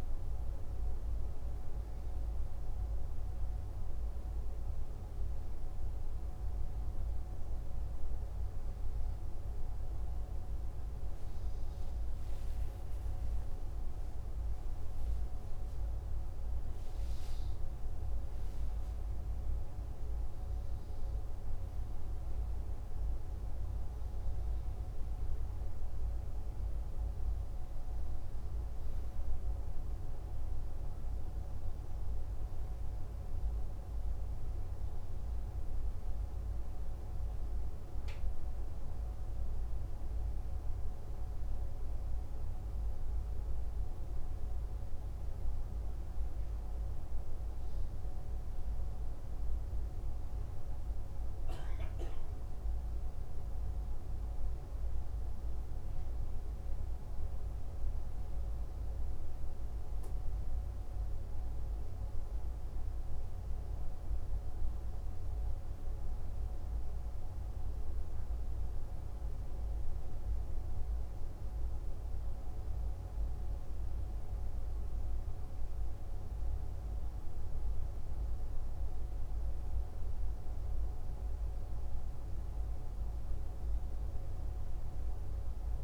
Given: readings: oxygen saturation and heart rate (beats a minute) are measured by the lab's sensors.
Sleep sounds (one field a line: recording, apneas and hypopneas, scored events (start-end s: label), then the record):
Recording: breathing in sleep, hard to hear, by a room microphone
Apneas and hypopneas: none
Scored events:
14.50-18.50 s: arousal
From the record:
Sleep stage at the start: N2 (light sleep)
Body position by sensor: on the left side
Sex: male